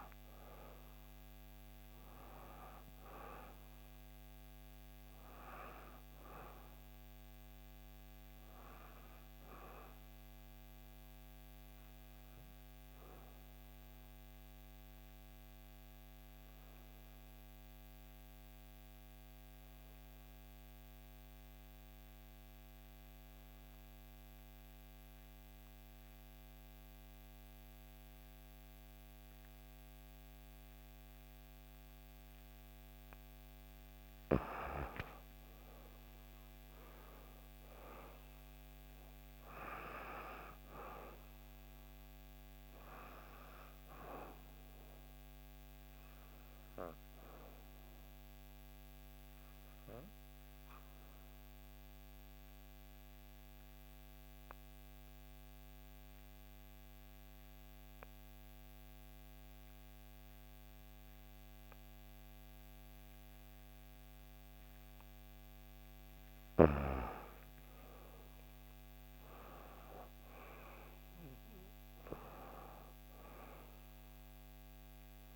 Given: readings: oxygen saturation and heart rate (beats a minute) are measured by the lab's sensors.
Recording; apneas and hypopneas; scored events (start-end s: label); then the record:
breathing in sleep by a microphone on the trachea; 2
0.00-18.50 s: oxygen desaturation (device-marked, oxygen 90% lowest, heart rate 58 extreme)
10.50-31.50 s: obstructive apnea (oxygen 97% before, 87% lowest, heart rate 62 before, 57 extreme, up 5 after)
31.50-56.50 s: oxygen desaturation (device-marked, oxygen 97% before, 87% lowest, heart rate 58 before, 57 extreme)
35.50-39.00 s: arousal
45.50-65.50 s: obstructive apnea (oxygen 97% before, 87% lowest, heart rate 61 before, 57 extreme, up 7 after)
67.50-71.50 s: arousal
68.50-75.36 s: oxygen desaturation (device-marked, oxygen 97% before, 90% lowest, heart rate 58 before, 57 extreme)
From the record:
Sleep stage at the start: N2 (light sleep); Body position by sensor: on the back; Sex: female